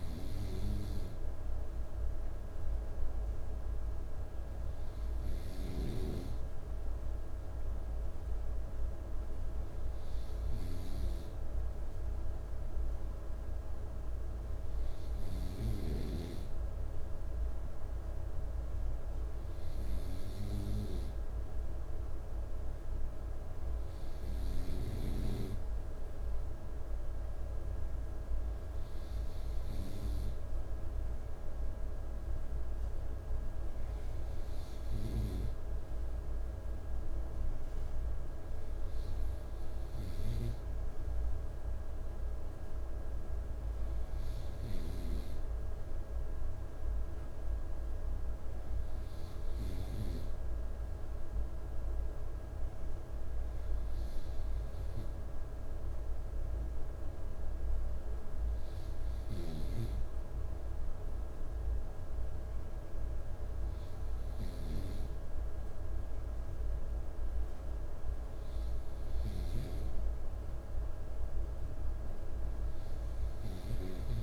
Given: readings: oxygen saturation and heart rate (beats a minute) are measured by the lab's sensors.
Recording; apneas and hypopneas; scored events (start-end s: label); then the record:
breathing in sleep by a room microphone; none
none scored
From the record:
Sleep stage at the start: N2 (light sleep); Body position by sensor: on the right side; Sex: male